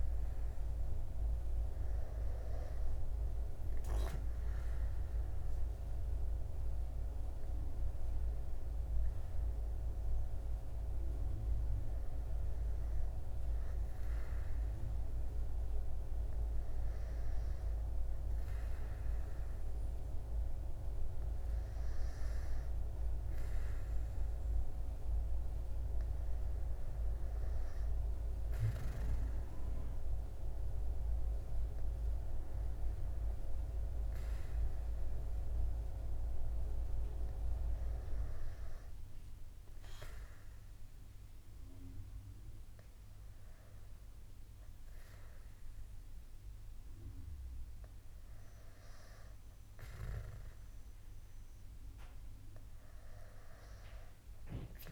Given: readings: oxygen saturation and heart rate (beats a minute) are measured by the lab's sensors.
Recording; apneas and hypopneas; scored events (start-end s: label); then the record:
breathing in sleep by a room microphone; none
5.50-9.00 s: arousal
29.00-54.92 s: new sleep stage, N2 (light sleep)
From the record:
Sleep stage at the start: N1 (lightest sleep); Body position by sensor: on the back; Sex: male